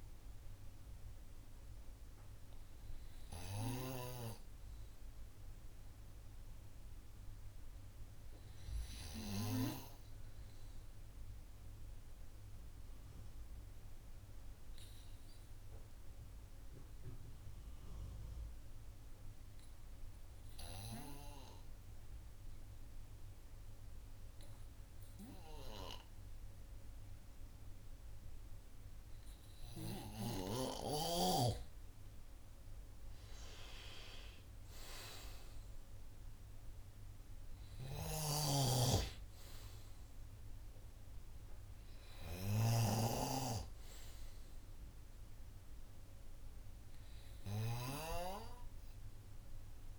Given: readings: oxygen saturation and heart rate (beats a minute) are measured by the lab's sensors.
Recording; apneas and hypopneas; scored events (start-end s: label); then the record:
breathing in sleep by a room microphone; 1
0.00-7.00 s: oxygen desaturation (device-marked, oxygen 92% lowest, heart rate 53 extreme)
14.50-29.50 s: obstructive apnea (oxygen 99% before, 95% lowest, heart rate 72 before, 55 extreme, up 34 after)
30.00-49.99 s: oxygen desaturation (device-marked, oxygen 98% before, 95% lowest, heart rate 68 before, 55 extreme)
31.00-34.50 s: arousal
37.50-48.00 s: snoring (device-marked)
From the record:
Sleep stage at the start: N2 (light sleep); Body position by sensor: on the right side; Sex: male